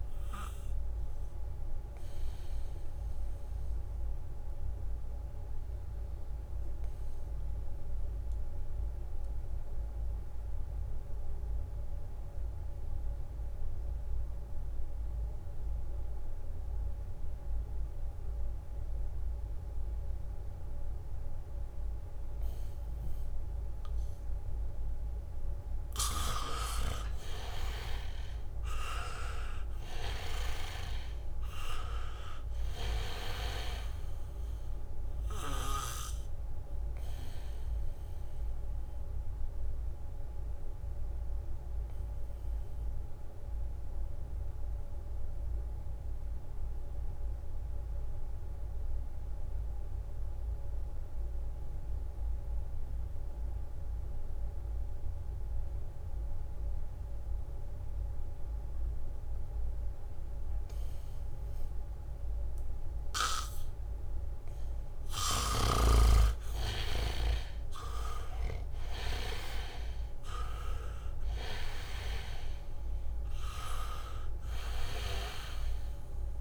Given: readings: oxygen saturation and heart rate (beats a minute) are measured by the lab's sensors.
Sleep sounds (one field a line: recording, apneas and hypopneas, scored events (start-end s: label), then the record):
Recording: breathing in sleep by a room microphone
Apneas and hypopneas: 2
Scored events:
0.00-7.00 s: leg movement (device-marked)
0.00-19.00 s: oxygen desaturation (device-marked, oxygen 77% lowest, heart rate 61 extreme)
3.50-25.00 s: mixed apnea (oxygen 98% before, 77% lowest, heart rate 66 before, 67 extreme)
26.00-52.00 s: oxygen desaturation (device-marked, oxygen 98% before, 78% lowest, heart rate 72 before, 63 extreme)
27.50-31.50 s: arousal
38.00-64.00 s: obstructive apnea (oxygen 98% before, 76% lowest, heart rate 69 before, 63 extreme, up 1 after)
58.00-60.50 s: leg movement (device-marked)
58.00-76.41 s: oxygen desaturation (device-marked, oxygen 99% before, 76% lowest, heart rate 70 before, 62 extreme)
62.50-72.00 s: leg movement (device-marked)
66.50-70.50 s: arousal
74.50-76.41 s: leg movement (device-marked)
From the record:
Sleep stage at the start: N2 (light sleep)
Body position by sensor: on the back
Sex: male